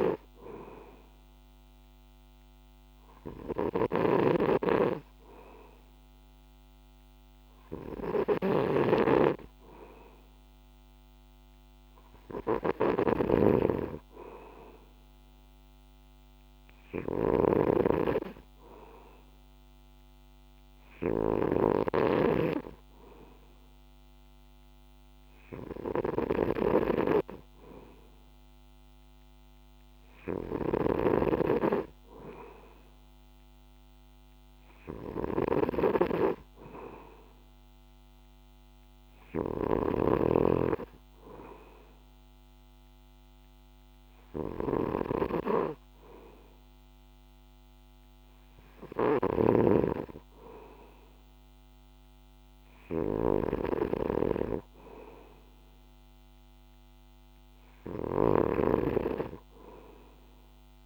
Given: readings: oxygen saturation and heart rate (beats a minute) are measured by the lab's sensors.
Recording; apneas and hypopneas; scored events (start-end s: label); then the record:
breathing in sleep by a microphone on the trachea; none
0.00-60.86 s: snoring (device-marked)
From the record:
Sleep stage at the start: N2 (light sleep); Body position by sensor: on the back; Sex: male